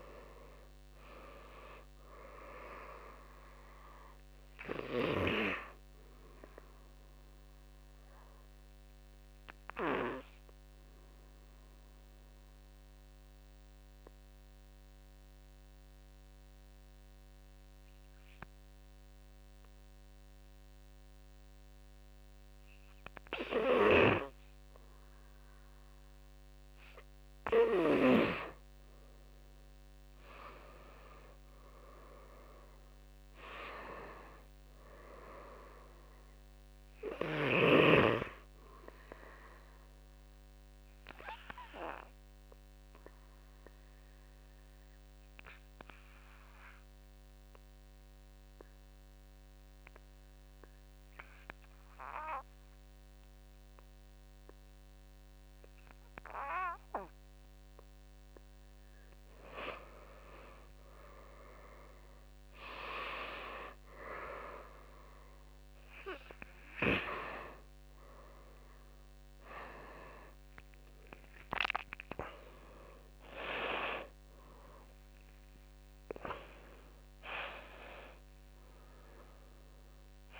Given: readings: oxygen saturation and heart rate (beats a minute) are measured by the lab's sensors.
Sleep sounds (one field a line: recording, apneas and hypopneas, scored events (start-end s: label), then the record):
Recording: breathing in sleep by a microphone on the trachea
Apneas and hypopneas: 2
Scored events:
0.00-11.00 s: oxygen desaturation (device-marked, oxygen 83% lowest, heart rate 44 extreme)
0.00-12.00 s: drop in pulse transit time (device-marked, heart rate 48 extreme)
7.00-26.50 s: obstructive apnea (oxygen 99% before, 87% lowest, heart rate 60 before, 44 extreme, up 15 after)
29.00-32.00 s: arousal
32.00-50.00 s: oxygen desaturation (device-marked, oxygen 100% before, 91% lowest, heart rate 50 before, 47 extreme)
39.50-58.00 s: obstructive apnea (oxygen 100% before, 88% lowest, heart rate 54 before, 47 extreme, up 16 after)
60.00-63.50 s: arousal
61.00-80.40 s: oxygen desaturation (device-marked, oxygen 98% before, 88% lowest, heart rate 50 before, 46 extreme)
67.00-80.40 s: drop in pulse transit time (device-marked, heart rate 53 before, 48 extreme)
From the record:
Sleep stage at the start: N2 (light sleep)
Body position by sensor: on the back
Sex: male